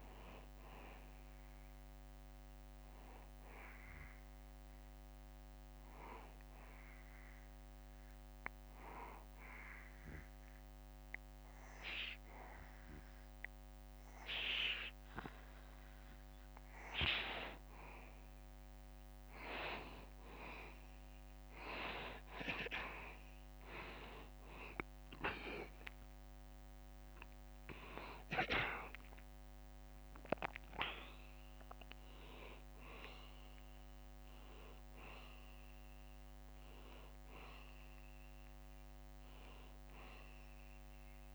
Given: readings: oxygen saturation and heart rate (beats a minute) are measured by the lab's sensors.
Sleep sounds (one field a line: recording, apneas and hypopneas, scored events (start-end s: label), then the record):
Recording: breathing in sleep by a microphone on the trachea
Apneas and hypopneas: 1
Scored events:
0.00-6.50 s: oxygen desaturation (device-marked, oxygen 88% lowest, heart rate 71 extreme)
5.00-17.00 s: hypopnea (oxygen 93% before, 90% lowest, heart rate 73 before, 71 extreme, up 0 after)
23.50-41.35 s: oxygen desaturation (device-marked, oxygen 95% before, 90% lowest, heart rate 73 before, 71 extreme)
26.00-31.00 s: arousal
From the record:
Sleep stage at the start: N2 (light sleep)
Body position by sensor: on the back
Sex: male